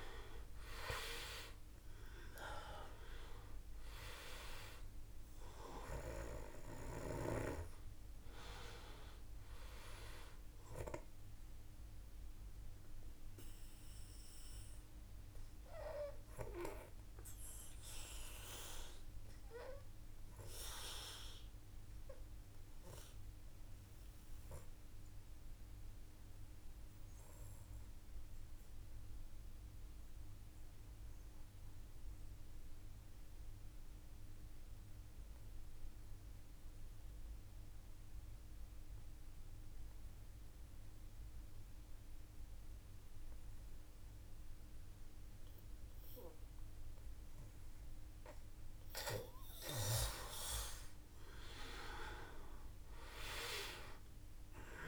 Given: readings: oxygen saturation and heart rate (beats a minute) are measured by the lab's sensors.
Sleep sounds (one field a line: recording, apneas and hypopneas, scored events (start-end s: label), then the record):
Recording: breathing in sleep by a room microphone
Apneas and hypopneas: 1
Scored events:
0.00-1.00 s: arousal
0.00-27.00 s: oxygen desaturation (device-marked, oxygen 90% lowest, heart rate 49 extreme)
10.50-46.00 s: obstructive apnea (oxygen 98% before, 87% lowest, heart rate 55 before, 49 extreme, up 6 after)
48.00-54.88 s: oxygen desaturation (device-marked, oxygen 97% before, 87% lowest, heart rate 52 before, 52 extreme)
50.00-54.50 s: arousal
From the record:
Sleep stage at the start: N2 (light sleep)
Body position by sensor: on the back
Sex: male